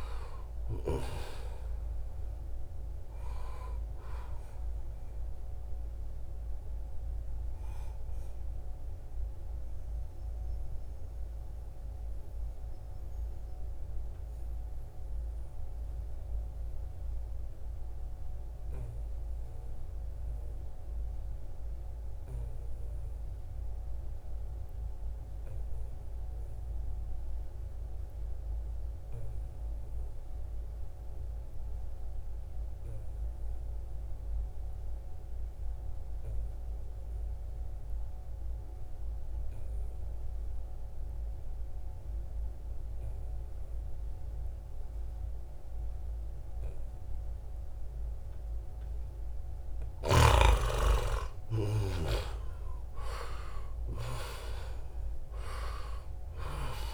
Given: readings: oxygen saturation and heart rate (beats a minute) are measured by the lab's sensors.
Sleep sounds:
breathing in sleep by a room microphone; 1
0.00-15.50 s: oxygen desaturation (device-marked, oxygen 84% lowest, heart rate 62 extreme)
8.50-49.00 s: mixed apnea (oxygen 96% before, 84% lowest, heart rate 72 before, 62 extreme, up 17 after)
39.50-56.94 s: oxygen desaturation (device-marked, oxygen 96% before, 84% lowest, heart rate 68 before, 62 extreme)
50.00-54.00 s: arousal
From the record:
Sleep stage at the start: N2 (light sleep); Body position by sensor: on the back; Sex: male

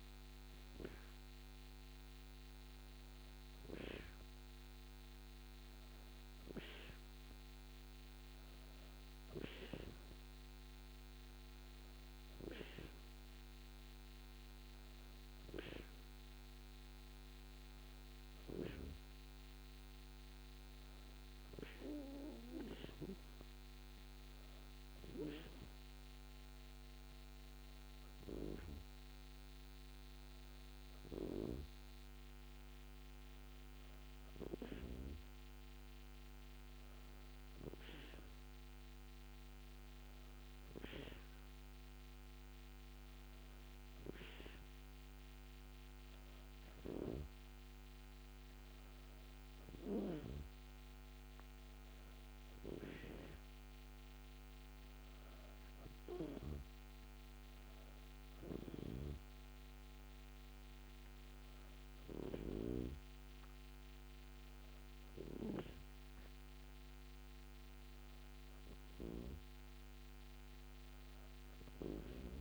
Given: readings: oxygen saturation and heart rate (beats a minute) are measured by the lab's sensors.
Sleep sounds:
breathing in sleep by a microphone on the trachea; none
none scored
From the record:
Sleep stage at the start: N2 (light sleep); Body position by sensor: on the back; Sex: female

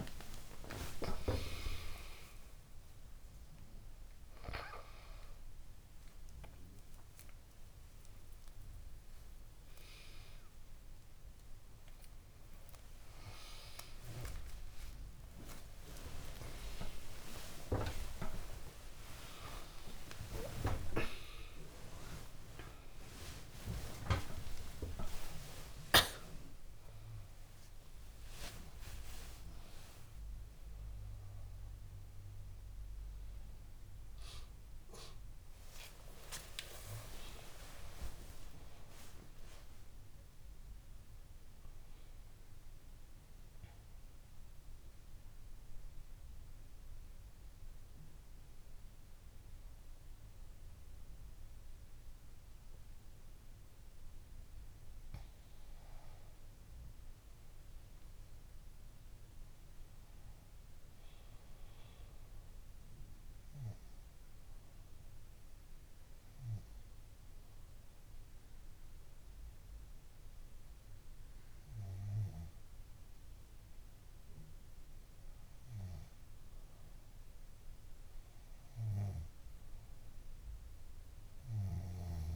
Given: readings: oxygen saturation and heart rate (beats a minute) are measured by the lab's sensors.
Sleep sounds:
a person partly awake in a sleep study, by a room microphone; 2
0.00-1.50 s: long interval between heartbeats (device-marked, heart rate 105 extreme)
1.50-31.50 s: new sleep stage, awake
2.00-4.00 s: long interval between heartbeats (device-marked, heart rate 78 before, 115 extreme)
4.00-6.00 s: long interval between heartbeats (device-marked, heart rate 82 before, 136 extreme)
9.50-11.50 s: long interval between heartbeats (device-marked, heart rate 96 before, 104 extreme)
14.00-16.00 s: long interval between heartbeats (device-marked, heart rate 103 before, 113 extreme)
16.00-18.00 s: long interval between heartbeats (device-marked, heart rate 108 before, 107 extreme)
18.50-20.50 s: long interval between heartbeats (device-marked, heart rate 112 before, 108 extreme)
20.50-22.50 s: long interval between heartbeats (device-marked, heart rate 114 before, 119 extreme)
23.00-25.00 s: long interval between heartbeats (device-marked, heart rate 114 before, 137 extreme)
27.00-29.00 s: long interval between heartbeats (device-marked, heart rate 118 before, 136 extreme)
29.50-31.50 s: long interval between heartbeats (device-marked, heart rate 121 before, 107 extreme)
31.50-82.35 s: new sleep stage, N2 (light sleep)
38.00-40.00 s: long interval between heartbeats (device-marked, heart rate 119 before, 137 extreme)
44.50-55.50 s: mixed apnea (oxygen 99% before, 93% lowest, heart rate 126 before, 69 extreme, up 4 after)
57.00-60.00 s: arousal
63.50-74.00 s: hypopnea (oxygen 100% before, 93% lowest, heart rate 77 before, 69 extreme, up 4 after)
63.50-75.50 s: oxygen desaturation (device-marked, oxygen 99% before, 96% lowest, heart rate 77 before, 69 extreme)
78.00-82.35 s: arousal
From the record:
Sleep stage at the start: N3 (deep sleep); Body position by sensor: on the back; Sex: female

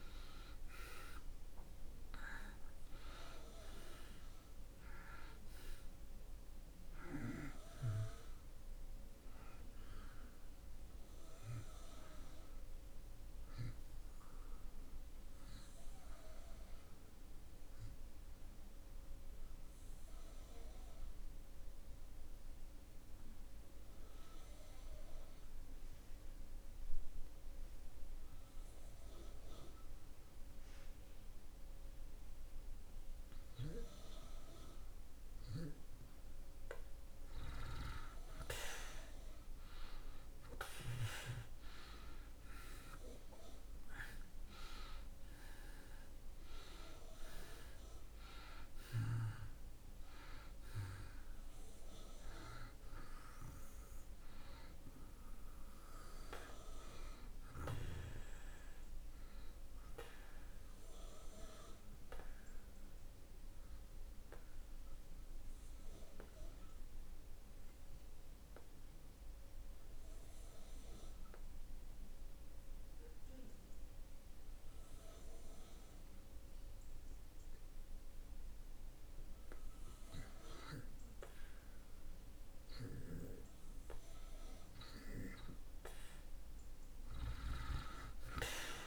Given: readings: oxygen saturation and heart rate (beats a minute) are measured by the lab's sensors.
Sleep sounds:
breathing in sleep by a room microphone; 2
0.00-27.00 s: oxygen desaturation (device-marked, oxygen 78% lowest)
16.50-32.50 s: obstructive apnea (oxygen 95% before, 78% lowest)
37.50-41.00 s: arousal
40.00-73.00 s: oxygen desaturation (device-marked, oxygen 96% before, 78% lowest)
64.50-79.50 s: obstructive apnea (oxygen 96% before, 80% lowest)
81.00-84.50 s: arousal
86.00-88.87 s: oxygen desaturation (device-marked, oxygen 96% before, 81% lowest)
From the record:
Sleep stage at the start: N2 (light sleep); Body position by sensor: on the back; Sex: male

